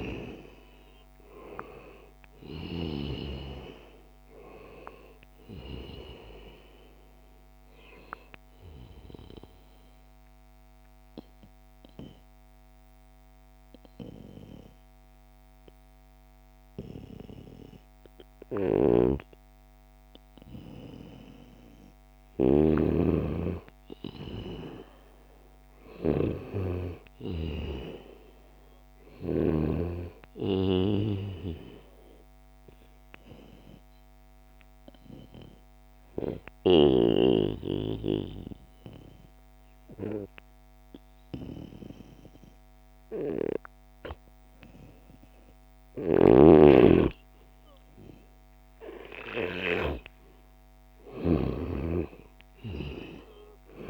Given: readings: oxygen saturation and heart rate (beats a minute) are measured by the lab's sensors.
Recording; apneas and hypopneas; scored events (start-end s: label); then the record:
breathing in sleep by a microphone on the trachea; 2
1.50-16.50 s: oxygen desaturation (device-marked, oxygen 94% before, 89% lowest, heart rate 76 before, 70 extreme)
9.50-20.50 s: obstructive apnea (oxygen 94% before, 89% lowest, heart rate 76 before, 70 extreme, up 1 after)
22.50-28.50 s: arousal
35.50-46.00 s: obstructive apnea (oxygen 95% before, 89% lowest, heart rate 73 before, 70 extreme, up 2 after)
45.00-53.90 s: snoring (device-marked)
48.50-53.50 s: arousal
From the record:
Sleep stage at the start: N2 (light sleep); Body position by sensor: on the back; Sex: male